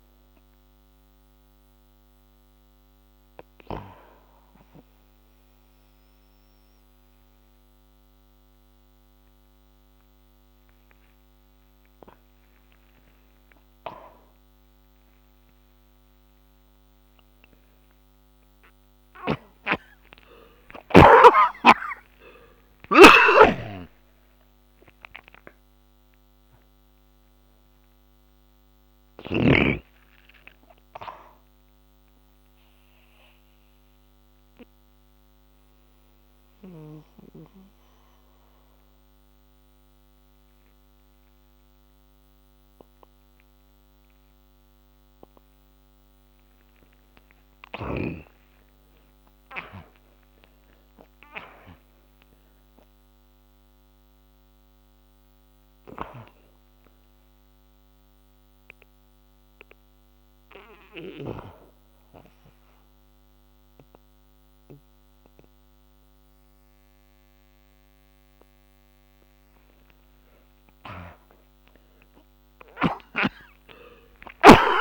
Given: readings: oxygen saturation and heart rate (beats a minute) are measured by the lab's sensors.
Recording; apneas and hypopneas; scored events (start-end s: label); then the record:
breathing in sleep by a microphone on the trachea; 3
0.00-9.00 s: oxygen desaturation (device-marked, oxygen 87% lowest, heart rate 54 extreme)
1.00-12.50 s: obstructive apnea (oxygen 99% before, 79% lowest, heart rate 93 before, 54 extreme, up 35 after)
15.50-21.00 s: arousal
23.50-29.50 s: snoring (device-marked)
30.00-41.00 s: oxygen desaturation (device-marked, oxygen 96% before, 84% lowest, heart rate 80 before, 46 extreme)
31.50-45.00 s: obstructive apnea (oxygen 98% before, 79% lowest, heart rate 81 before, 46 extreme, up 37 after)
46.50-51.50 s: arousal
52.00-72.00 s: oxygen desaturation (device-marked, oxygen 94% before, 79% lowest, heart rate 69 before, 53 extreme)
58.00-70.50 s: hypopnea (oxygen 94% before, 79% lowest, heart rate 67 before, 53 extreme, up 22 after)
72.00-74.81 s: arousal
From the record:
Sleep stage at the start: N2 (light sleep); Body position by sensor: on the back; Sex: male